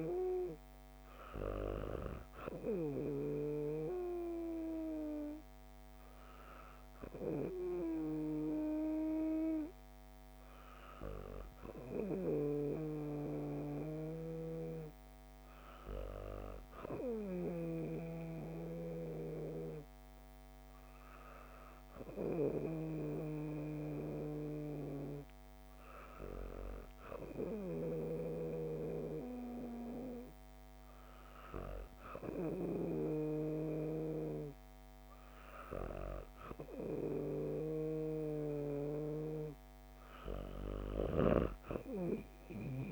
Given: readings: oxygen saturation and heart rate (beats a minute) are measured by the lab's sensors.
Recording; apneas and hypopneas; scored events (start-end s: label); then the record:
breathing in sleep by a microphone on the trachea; none
17.00-41.00 s: snoring (device-marked)
From the record:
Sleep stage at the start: N2 (light sleep); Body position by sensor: on the back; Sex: female